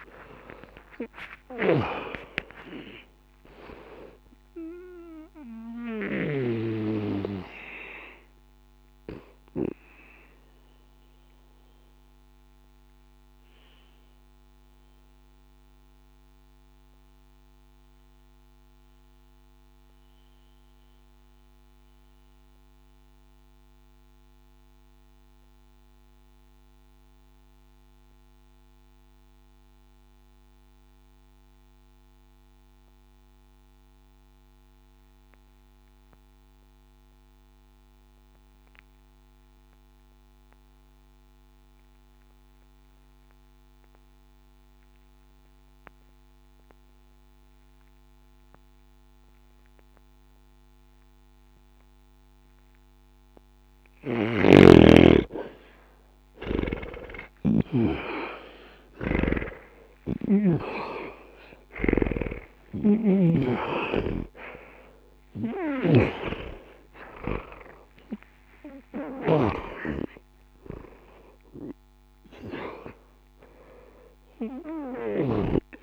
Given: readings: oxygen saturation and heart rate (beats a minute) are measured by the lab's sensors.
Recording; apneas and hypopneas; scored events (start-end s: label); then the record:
breathing in sleep by a microphone on the trachea; 1
0.00-26.50 s: oxygen desaturation (device-marked, oxygen 76% lowest, heart rate 59 extreme)
6.50-54.50 s: mixed apnea (oxygen 95% before, 76% lowest, heart rate 78 before, 59 extreme)
46.50-75.83 s: oxygen desaturation (device-marked, oxygen 99% before, 76% lowest, heart rate 61 before, 59 extreme)
54.00-60.50 s: snoring (device-marked)
58.00-63.50 s: arousal
62.50-75.50 s: snoring (device-marked)
From the record:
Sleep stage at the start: N2 (light sleep); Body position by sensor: on the back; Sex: male